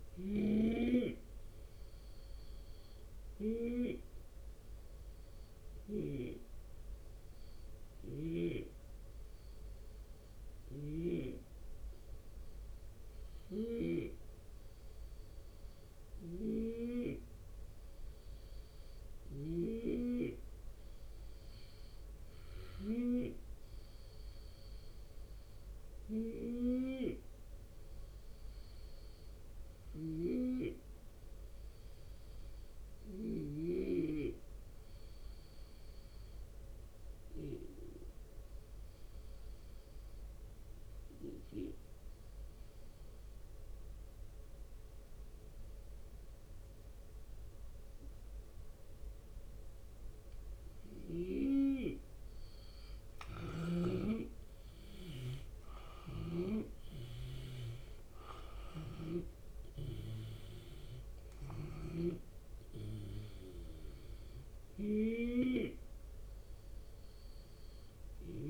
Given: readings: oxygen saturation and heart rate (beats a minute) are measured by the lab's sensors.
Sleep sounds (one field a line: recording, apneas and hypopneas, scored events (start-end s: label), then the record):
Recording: breathing in sleep by a room microphone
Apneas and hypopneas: 2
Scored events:
0.00-4.50 s: drop in pulse transit time (device-marked, heart rate 76 extreme)
0.00-5.50 s: snoring (device-marked)
0.50-16.50 s: hypopnea (oxygen 94% before, 85% lowest, heart rate 76 before, 69 extreme, up 4 after)
10.00-13.50 s: snoring (device-marked)
15.50-19.00 s: snoring (device-marked)
21.00-25.00 s: arousal
25.50-33.00 s: snoring (device-marked)
34.50-50.00 s: obstructive apnea (oxygen 94% before, 85% lowest, heart rate 73 before, 72 extreme, up 8 after)
37.50-43.50 s: drop in pulse transit time (device-marked, heart rate 73 before, 73 extreme)
53.00-57.50 s: arousal
54.50-67.50 s: drop in pulse transit time (device-marked, heart rate 73 before, 77 extreme)
58.00-68.50 s: snoring (device-marked)
58.50-68.50 s: oxygen desaturation (device-marked, oxygen 90% before, 85% lowest, heart rate 74 before, 74 extreme)
From the record:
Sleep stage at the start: N2 (light sleep)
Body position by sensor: on the left side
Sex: male